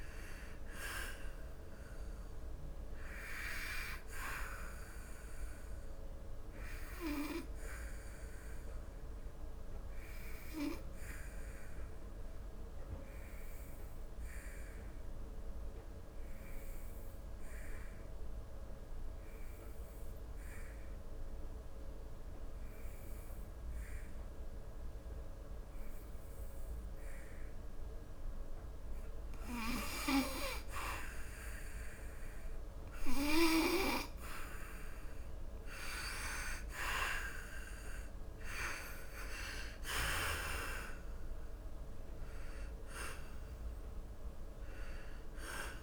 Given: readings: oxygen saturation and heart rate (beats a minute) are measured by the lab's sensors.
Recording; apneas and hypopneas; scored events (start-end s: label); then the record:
breathing in sleep by a room microphone; 1
0.00-16.00 s: oxygen desaturation (device-marked, oxygen 97% before, 85% lowest, heart rate 74 before, 68 extreme)
6.00-29.50 s: obstructive apnea (oxygen 97% before, 84% lowest, heart rate 83 before, 68 extreme, up 7 after)
31.50-36.50 s: arousal
33.00-45.83 s: oxygen desaturation (device-marked, oxygen 97% before, 84% lowest, heart rate 72 before, 61 extreme)
From the record:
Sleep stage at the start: N2 (light sleep); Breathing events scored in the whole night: 401 in 5.4 hours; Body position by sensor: on the back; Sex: male